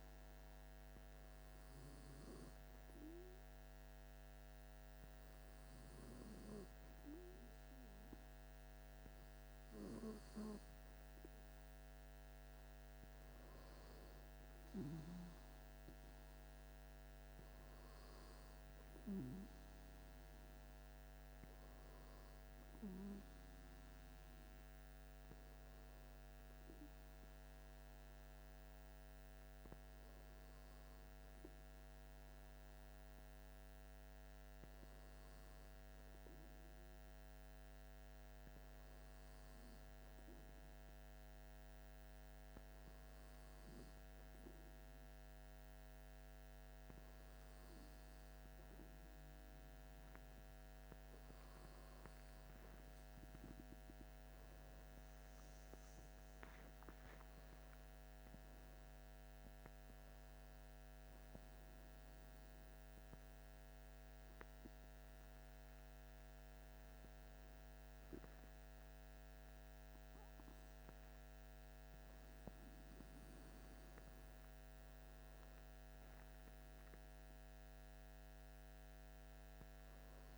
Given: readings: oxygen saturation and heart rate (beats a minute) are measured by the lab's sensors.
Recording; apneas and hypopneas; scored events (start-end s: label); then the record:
breathing in sleep, hard to hear, by a microphone on the trachea; none
57.50-61.50 s: arousal
From the record:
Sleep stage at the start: N2 (light sleep); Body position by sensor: on the back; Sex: male